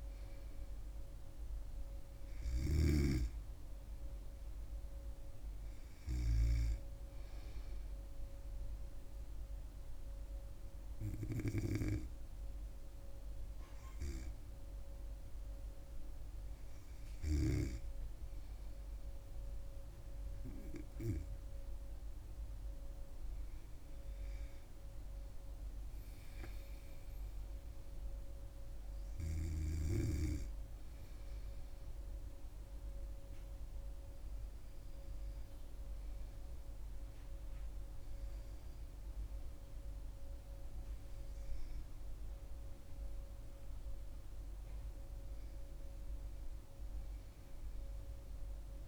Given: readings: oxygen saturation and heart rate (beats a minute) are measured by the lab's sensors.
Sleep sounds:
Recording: breathing in sleep by a room microphone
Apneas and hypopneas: none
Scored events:
0.00-3.00 s: snoring (device-marked)
From the record:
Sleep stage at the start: N2 (light sleep)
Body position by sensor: on the back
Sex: female

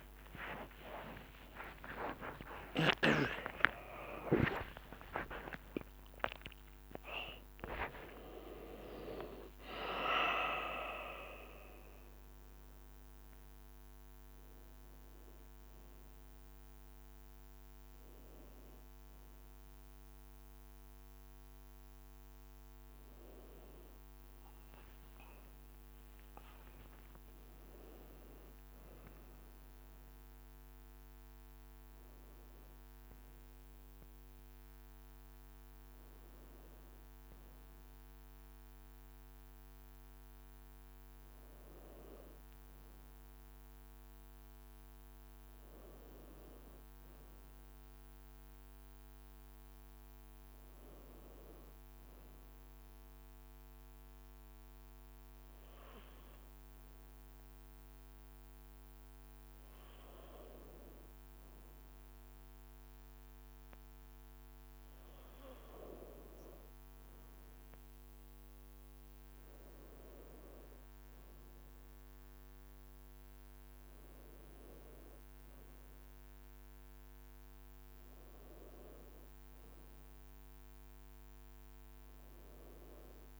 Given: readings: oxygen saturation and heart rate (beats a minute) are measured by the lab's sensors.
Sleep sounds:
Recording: breathing in sleep by a microphone on the trachea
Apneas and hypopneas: 1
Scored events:
0.00-1.00 s: long interval between heartbeats (device-marked, heart rate 70 extreme)
0.00-3.50 s: arousal
0.00-7.50 s: tachycardia (device-marked, heart rate 159 extreme)
2.00-4.00 s: long interval between heartbeats (device-marked, heart rate 63 before, 128 extreme)
5.00-7.00 s: long interval between heartbeats (device-marked, heart rate 75 before, 146 extreme)
7.50-11.50 s: oxygen desaturation (device-marked, oxygen 96% before, 93% lowest, heart rate 88 before, 57 extreme)
21.00-28.00 s: leg movement (device-marked)
25.50-27.50 s: long interval between heartbeats (device-marked, heart rate 83 before, 67 extreme)
38.50-83.40 s: new sleep stage, N2 (light sleep)
39.00-44.00 s: arousal
41.00-45.50 s: leg movement (device-marked)
51.50-64.00 s: hypopnea (oxygen 99% before, 93% lowest, heart rate 60 before, 57 extreme, up 1 after)
55.50-83.40 s: oxygen desaturation (device-marked, oxygen 99% before, 94% lowest, heart rate 59 before, 57 extreme)
65.50-69.50 s: leg movement (device-marked)
66.00-70.00 s: arousal
From the record:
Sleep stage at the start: N1 (lightest sleep)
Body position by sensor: on the right side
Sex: male

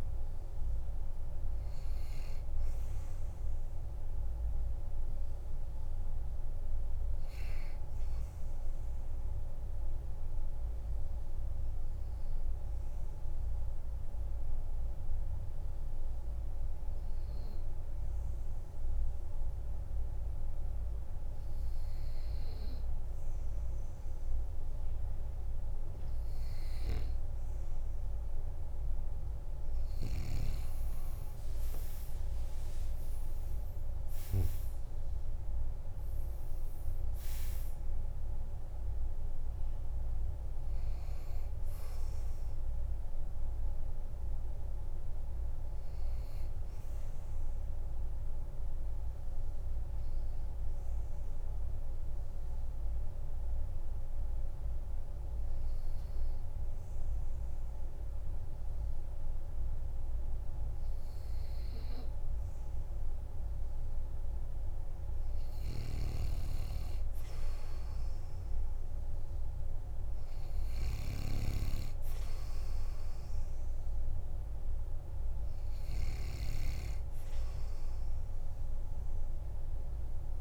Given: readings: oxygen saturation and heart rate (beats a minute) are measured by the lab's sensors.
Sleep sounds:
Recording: breathing in sleep, hard to hear, by a room microphone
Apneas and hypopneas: 2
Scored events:
0.00-13.00 s: oxygen desaturation (device-marked, oxygen 93% lowest, heart rate 46 extreme)
9.00-25.00 s: obstructive apnea (oxygen 98% before, 93% lowest, heart rate 55 before, 47 extreme, up 17 after)
30.50-34.50 s: arousal
31.00-56.00 s: oxygen desaturation (device-marked, oxygen 98% before, 93% lowest, heart rate 48 before, 47 extreme)
32.00-34.00 s: long interval between heartbeats (device-marked, heart rate 49 before, 64 extreme)
49.50-64.00 s: obstructive apnea (oxygen 98% before, 93% lowest, heart rate 58 before, 48 extreme, up 3 after)
68.00-71.50 s: arousal
From the record:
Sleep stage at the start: N2 (light sleep)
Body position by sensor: on the back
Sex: male

